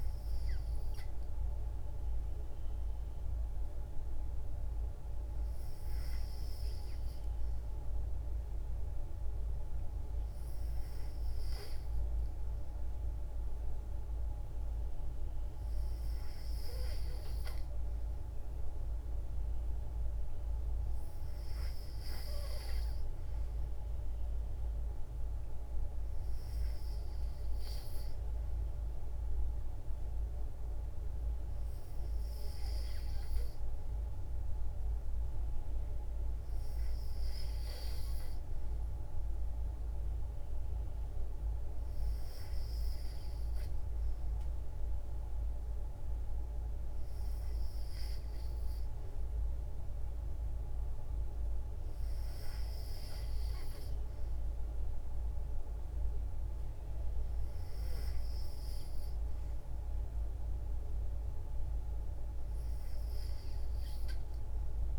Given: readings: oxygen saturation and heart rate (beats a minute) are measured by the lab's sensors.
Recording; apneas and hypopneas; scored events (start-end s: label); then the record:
breathing in sleep, hard to hear, by a room microphone; none
40.00-64.99 s: new sleep stage, N3 (deep sleep)
From the record:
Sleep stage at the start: N2 (light sleep); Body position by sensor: on the back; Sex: female